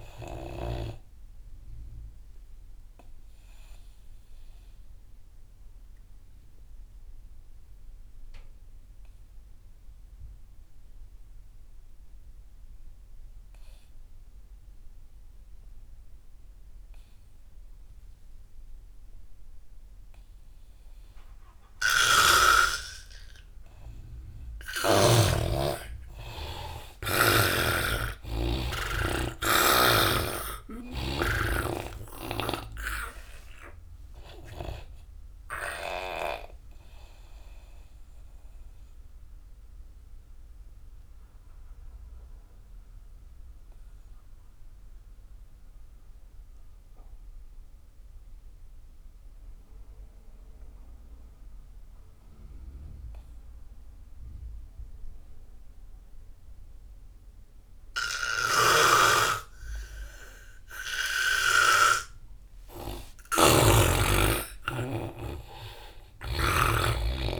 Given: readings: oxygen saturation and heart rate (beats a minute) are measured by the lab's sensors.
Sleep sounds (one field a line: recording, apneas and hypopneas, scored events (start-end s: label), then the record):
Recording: breathing in sleep by a room microphone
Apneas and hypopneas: 2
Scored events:
0.00-13.50 s: oxygen desaturation (device-marked, oxygen 85% lowest)
2.00-24.00 s: obstructive apnea (oxygen 98% before, 85% lowest)
24.50-50.50 s: oxygen desaturation (device-marked, oxygen 98% before, 86% lowest)
25.00-30.00 s: arousal
32.50-36.50 s: snoring (device-marked)
38.00-62.50 s: obstructive apnea (oxygen 98% before, 83% lowest)
58.50-67.39 s: snoring (device-marked)
59.50-67.39 s: oxygen desaturation (device-marked, oxygen 99% before, 85% lowest)
63.50-67.39 s: arousal
From the record:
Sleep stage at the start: N2 (light sleep)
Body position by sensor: on the back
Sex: male